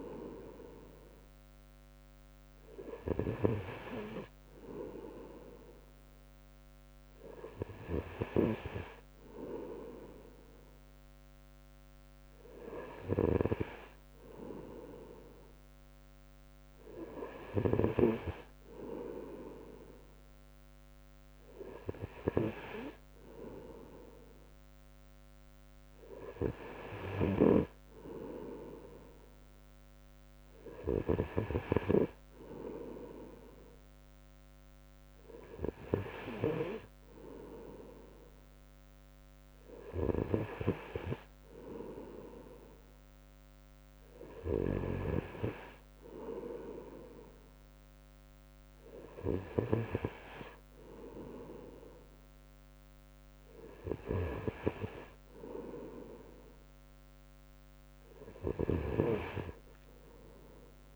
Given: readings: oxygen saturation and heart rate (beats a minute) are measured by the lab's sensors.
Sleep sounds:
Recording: breathing in sleep by a microphone on the trachea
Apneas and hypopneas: none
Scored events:
none scored
From the record:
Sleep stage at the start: N3 (deep sleep)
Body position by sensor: on the right side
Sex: male

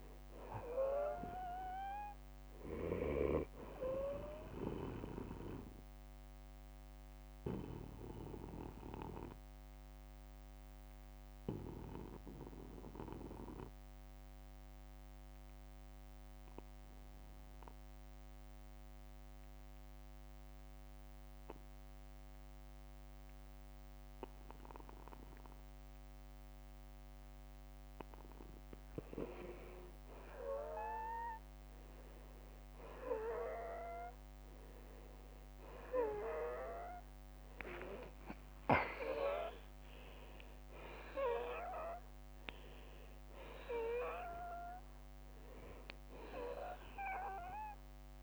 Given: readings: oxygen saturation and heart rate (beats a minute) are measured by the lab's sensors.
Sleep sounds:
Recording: breathing in sleep by a microphone on the trachea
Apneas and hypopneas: 1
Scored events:
6.00-27.50 s: obstructive apnea (oxygen 97% before, 85% lowest, heart rate 59 before, 40 extreme, up 8 after)
12.00-29.00 s: oxygen desaturation (device-marked, oxygen 93% before, 85% lowest, heart rate 62 before, 40 extreme)
28.00-30.00 s: long interval between heartbeats (device-marked, heart rate 54 before, 44 extreme)
37.50-39.50 s: long interval between heartbeats (device-marked, heart rate 48 before, 58 extreme)
38.50-44.00 s: arousal
From the record:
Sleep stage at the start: N2 (light sleep)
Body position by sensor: on the back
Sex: male

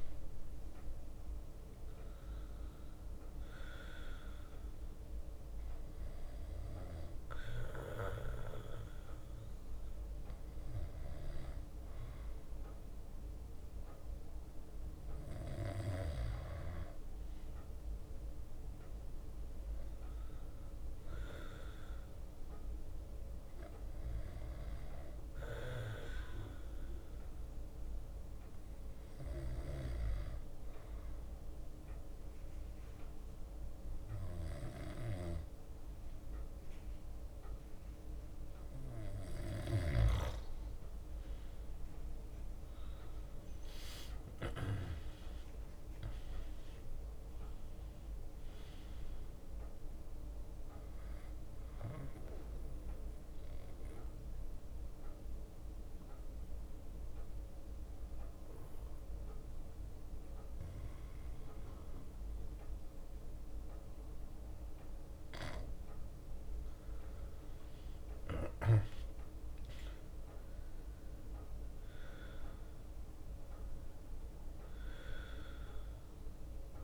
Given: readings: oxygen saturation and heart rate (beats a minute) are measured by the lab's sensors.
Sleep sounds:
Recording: breathing in sleep by a room microphone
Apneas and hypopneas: 3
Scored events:
0.00-2.50 s: drop in pulse transit time (device-marked, heart rate 58 extreme)
3.50-15.00 s: hypopnea (oxygen 97% before, 92% lowest, heart rate 59 before, 58 extreme, up 3 after)
7.50-15.50 s: bradycardia (device-marked, heart rate 60 before, 59 extreme)
17.00-21.00 s: arousal
17.50-21.00 s: leg movement (device-marked)
24.50-38.50 s: bradycardia (device-marked, heart rate 60 before, 58 extreme)
25.00-38.50 s: hypopnea (oxygen 96% before, 92% lowest, heart rate 60 before, 58 extreme, up 6 after)
42.00-46.50 s: arousal
44.50-67.50 s: oxygen desaturation (device-marked, oxygen 95% before, 92% lowest, heart rate 59 before, 57 extreme)
52.50-64.50 s: bradycardia (device-marked, heart rate 60 before, 58 extreme)
52.50-66.50 s: mixed apnea (oxygen 95% before, 92% lowest, heart rate 61 before, 57 extreme, up 8 after)
66.50-70.50 s: leg movement (device-marked)
68.00-72.50 s: arousal
From the record:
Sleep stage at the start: N2 (light sleep)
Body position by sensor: on the back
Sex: male

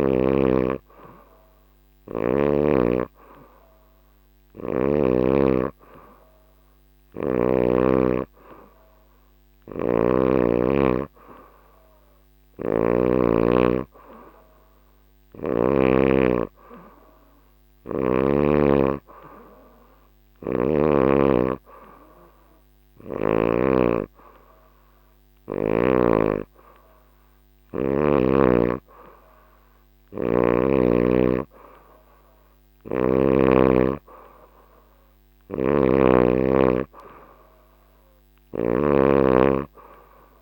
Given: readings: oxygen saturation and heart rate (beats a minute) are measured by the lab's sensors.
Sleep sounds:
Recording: breathing in sleep by a microphone on the trachea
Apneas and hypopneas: none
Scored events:
12.00-15.50 s: snoring (device-marked)
35.00-38.50 s: snoring (device-marked)
From the record:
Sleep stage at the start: N3 (deep sleep)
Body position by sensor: on the back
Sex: female

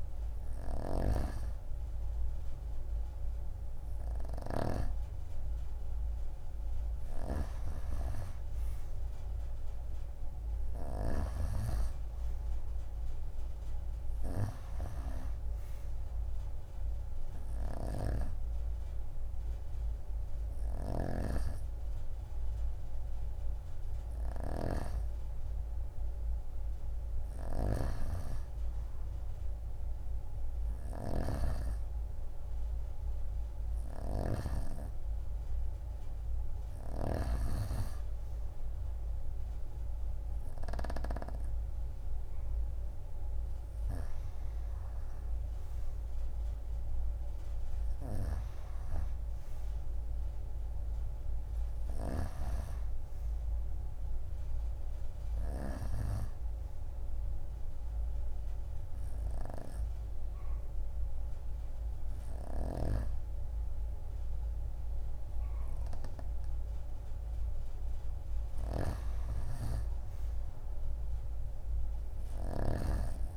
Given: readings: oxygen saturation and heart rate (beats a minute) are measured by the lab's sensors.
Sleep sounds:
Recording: breathing in sleep by a room microphone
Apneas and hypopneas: 2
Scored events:
0.00-1.00 s: snoring (device-marked)
11.00-14.50 s: arousal
13.50-32.50 s: oxygen desaturation (device-marked, oxygen 93% before, 90% lowest)
17.50-28.50 s: hypopnea (oxygen 93% before, 88% lowest)
20.50-28.00 s: snoring (device-marked)
33.50-37.00 s: arousal
34.50-43.50 s: oxygen desaturation (device-marked, oxygen 94% before, 91% lowest)
57.00-68.00 s: hypopnea (oxygen 94% before, 88% lowest)
68.50-73.00 s: snoring (device-marked)
71.50-73.37 s: arousal
From the record:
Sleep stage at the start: N2 (light sleep)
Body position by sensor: on the right side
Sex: female

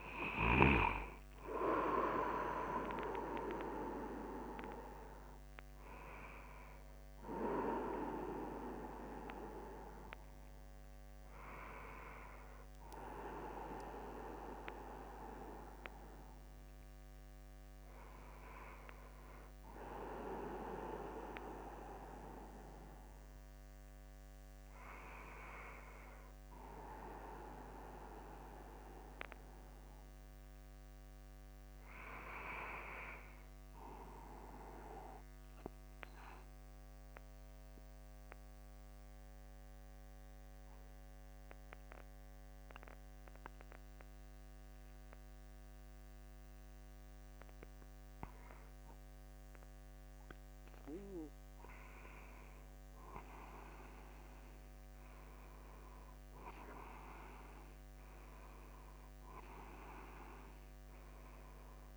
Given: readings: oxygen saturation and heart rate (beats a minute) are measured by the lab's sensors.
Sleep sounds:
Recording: a person partly awake in a sleep study, by a microphone on the trachea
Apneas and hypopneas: 1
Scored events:
0.50-2.50 s: long interval between heartbeats (device-marked, heart rate 63 before, 140 extreme)
26.00-61.97 s: new sleep stage, N2 (light sleep)
36.00-51.00 s: mixed apnea (oxygen 97% before, 94% lowest, heart rate 53 before, 53 extreme, up 18 after)
54.00-57.50 s: arousal
58.00-60.00 s: long interval between heartbeats (device-marked, heart rate 53 before, 71 extreme)
From the record:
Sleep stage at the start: awake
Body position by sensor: upright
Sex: male

